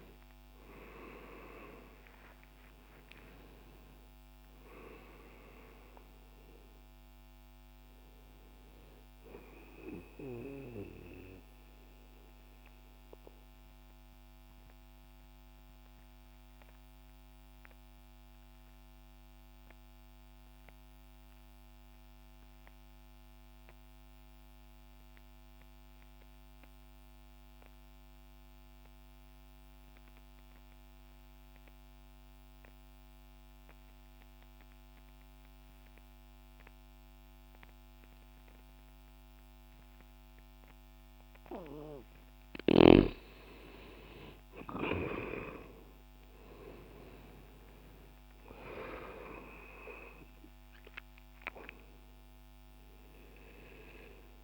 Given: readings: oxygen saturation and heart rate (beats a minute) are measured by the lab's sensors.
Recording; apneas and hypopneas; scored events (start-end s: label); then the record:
breathing in sleep by a microphone on the trachea; 1
0.00-2.00 s: arousal
0.00-27.50 s: oxygen desaturation (device-marked, oxygen 84% lowest, heart rate 60 extreme)
10.50-41.50 s: obstructive apnea (oxygen 97% before, 81% lowest, heart rate 78 before, 60 extreme, up 0 after)
37.50-54.44 s: oxygen desaturation (device-marked, oxygen 99% before, 81% lowest, heart rate 60 before, 60 extreme)
43.50-47.50 s: arousal
From the record:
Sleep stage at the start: N2 (light sleep); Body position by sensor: on the back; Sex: male